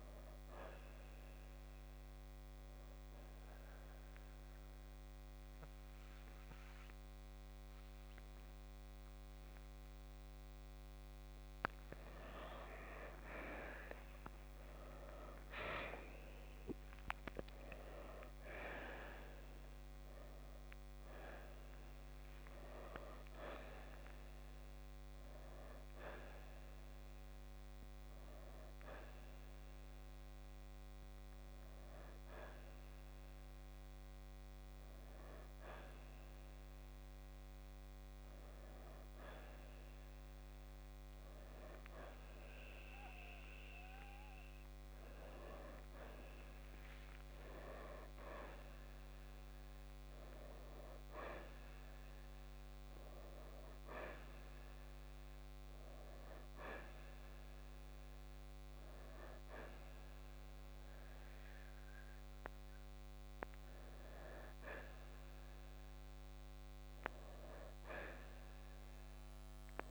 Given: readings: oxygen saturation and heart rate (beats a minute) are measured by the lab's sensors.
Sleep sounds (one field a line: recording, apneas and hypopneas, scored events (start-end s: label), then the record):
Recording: a person partly awake in a sleep study, by a microphone on the trachea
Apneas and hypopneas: none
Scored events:
1.00-15.00 s: oxygen desaturation (device-marked, oxygen 93% before, 90% lowest, heart rate 66 before, 58 extreme)
1.00-69.90 s: new sleep stage, N1 (lightest sleep)
27.00-42.00 s: oxygen desaturation (device-marked, oxygen 91% before, 85% lowest, heart rate 65 before, 63 extreme)
44.00-47.50 s: arousal
From the record:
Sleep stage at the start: awake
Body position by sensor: on the right side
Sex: male